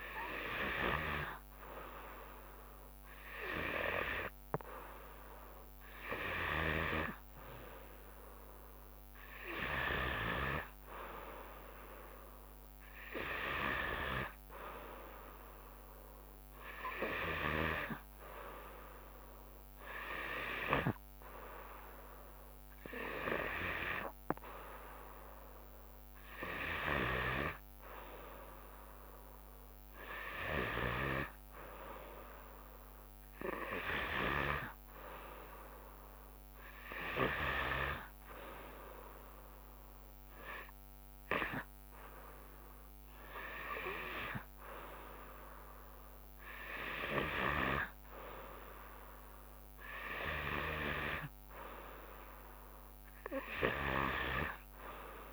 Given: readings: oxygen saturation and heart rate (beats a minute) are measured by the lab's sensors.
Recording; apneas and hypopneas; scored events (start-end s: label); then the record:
breathing in sleep by a microphone on the trachea; none
27.00-31.00 s: snoring (device-marked)
38.00-50.00 s: drop in pulse transit time (device-marked, heart rate 73 before, 72 extreme)
From the record:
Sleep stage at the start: N3 (deep sleep); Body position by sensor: on the back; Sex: female